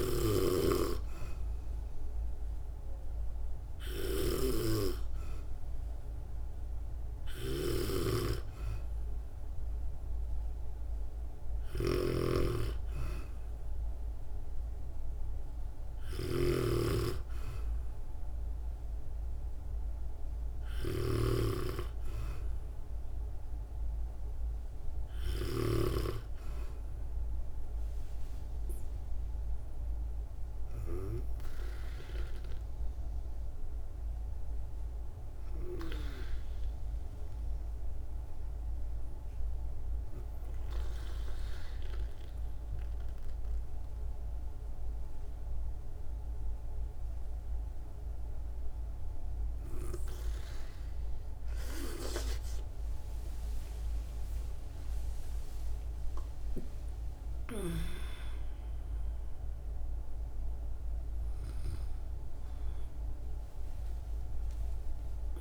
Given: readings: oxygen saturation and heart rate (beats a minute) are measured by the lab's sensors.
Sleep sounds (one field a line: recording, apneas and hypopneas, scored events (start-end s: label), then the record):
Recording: a person partly awake in a sleep study, by a room microphone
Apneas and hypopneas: none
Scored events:
0.00-25.50 s: snoring (device-marked)
46.00-65.41 s: new sleep stage, awake
From the record:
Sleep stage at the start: N2 (light sleep)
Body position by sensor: on the back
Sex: female